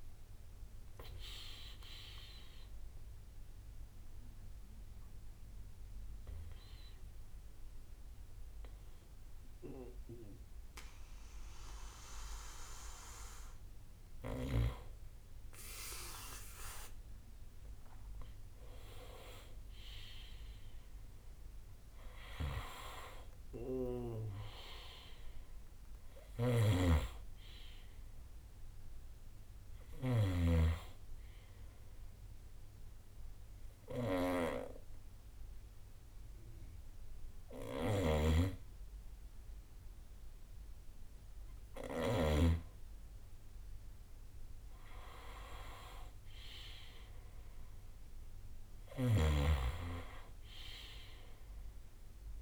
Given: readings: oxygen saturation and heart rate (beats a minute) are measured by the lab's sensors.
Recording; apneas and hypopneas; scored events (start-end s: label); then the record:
breathing in sleep by a room microphone; 2
1.50-5.00 s: arousal
8.00-18.00 s: hypopnea (oxygen 98% before, 92% lowest, heart rate 93 before, 63 extreme, up 12 after)
12.50-52.42 s: new sleep stage, N2 (light sleep)
19.00-23.50 s: arousal
21.50-37.50 s: oxygen desaturation (device-marked, oxygen 99% before, 95% lowest, heart rate 76 before, 63 extreme)
26.50-42.50 s: snoring (device-marked)
32.50-43.50 s: hypopnea (oxygen 99% before, 92% lowest, heart rate 71 before, 63 extreme, up 3 after)
44.50-48.50 s: arousal
49.00-52.42 s: snoring (device-marked)
49.50-52.42 s: oxygen desaturation (device-marked, oxygen 97% before, 92% lowest, heart rate 65 before, 63 extreme)
From the record:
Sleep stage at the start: N1 (lightest sleep); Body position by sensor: on the back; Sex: male